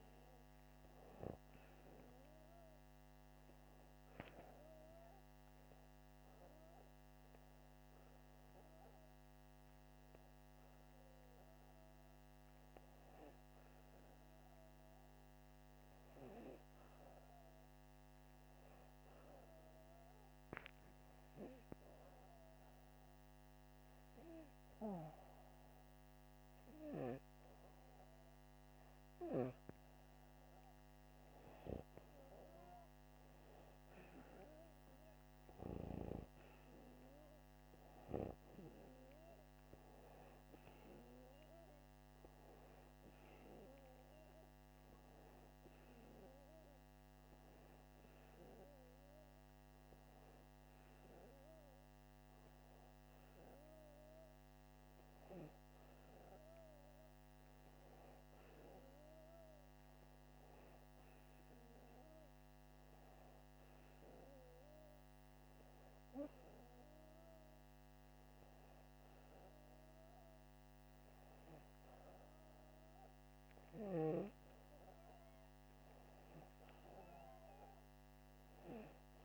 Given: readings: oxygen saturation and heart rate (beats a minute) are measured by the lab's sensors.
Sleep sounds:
breathing in sleep by a microphone on the trachea; 2
4.50-15.00 s: hypopnea (oxygen 96% before, 92% lowest, heart rate 87 before, 84 extreme, up 2 after)
17.00-19.50 s: arousal
59.50-73.00 s: hypopnea (oxygen 96% before, 95% lowest, heart rate 85 before, 82 extreme, up 5 after)
75.00-77.50 s: arousal
From the record:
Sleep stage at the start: N2 (light sleep); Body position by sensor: upright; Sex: male

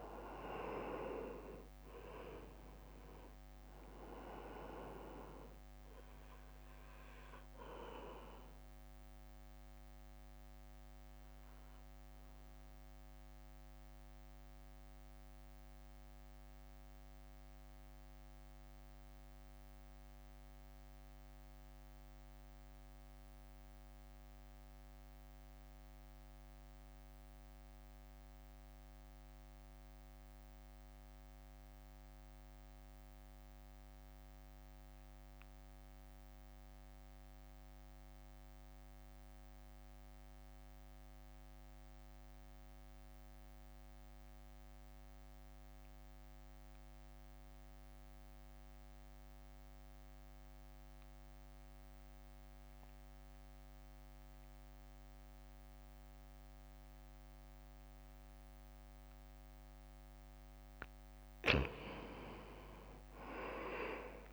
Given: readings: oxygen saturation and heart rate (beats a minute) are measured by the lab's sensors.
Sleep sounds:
breathing in sleep by a microphone on the trachea; 1
0.00-3.00 s: arousal
0.00-14.00 s: drop in pulse transit time (device-marked, heart rate 60 before, 53 extreme)
0.00-14.00 s: oxygen desaturation (device-marked, oxygen 89% lowest, heart rate 52 extreme)
9.50-59.50 s: mixed apnea (oxygen 100% before, 84% lowest, heart rate 58 before, 51 extreme, up 8 after)
44.00-64.33 s: oxygen desaturation (device-marked, oxygen 98% before, 89% lowest, heart rate 62 before, 51 extreme)
From the record:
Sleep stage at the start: N2 (light sleep); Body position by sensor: on the right side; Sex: male

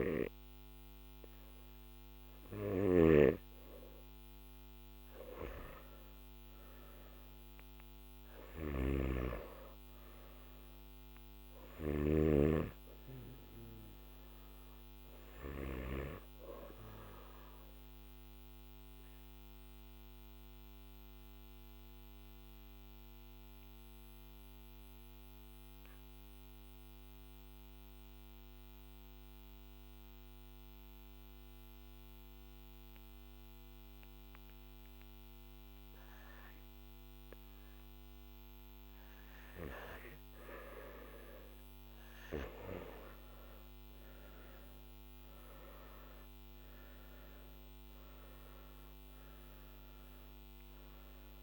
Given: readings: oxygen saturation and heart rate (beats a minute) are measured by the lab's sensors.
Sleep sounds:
breathing in sleep by a microphone on the trachea; 1
0.50-17.50 s: oxygen desaturation (device-marked, oxygen 98% before, 92% lowest, heart rate 52 before, 50 extreme)
2.00-11.50 s: snoring (device-marked)
18.50-38.50 s: obstructive apnea (oxygen 98% before, 92% lowest, heart rate 56 before, 49 extreme, up 10 after)
From the record:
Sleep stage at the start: N2 (light sleep); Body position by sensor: on the back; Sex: male

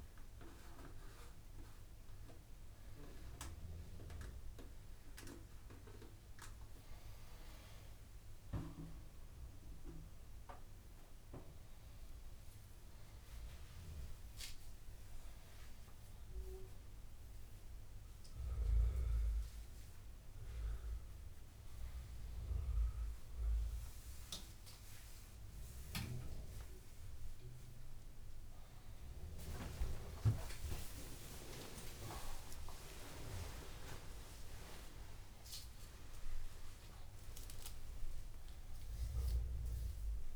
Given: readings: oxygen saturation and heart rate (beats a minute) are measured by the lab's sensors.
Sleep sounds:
a person awake in a sleep study, by a room microphone; none
none scored
From the record:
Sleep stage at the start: awake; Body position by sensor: upright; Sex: male

